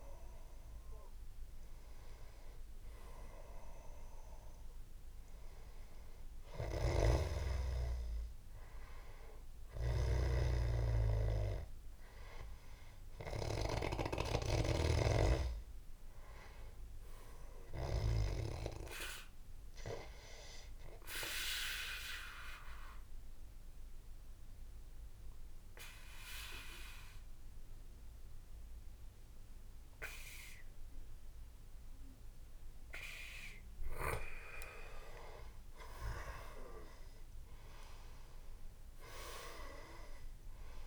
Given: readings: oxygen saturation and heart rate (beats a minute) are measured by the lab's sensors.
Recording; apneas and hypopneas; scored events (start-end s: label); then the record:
breathing in sleep by a room microphone; 1
7.00-15.00 s: snoring (device-marked)
22.00-34.00 s: obstructive apnea (oxygen 98% before, 87% lowest, heart rate 81 before, 68 extreme)
35.50-40.00 s: arousal
35.50-40.86 s: oxygen desaturation (device-marked, oxygen 97% before, 91% lowest, heart rate 87 before, 72 extreme)
From the record:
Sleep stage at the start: N2 (light sleep); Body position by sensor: on the back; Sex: male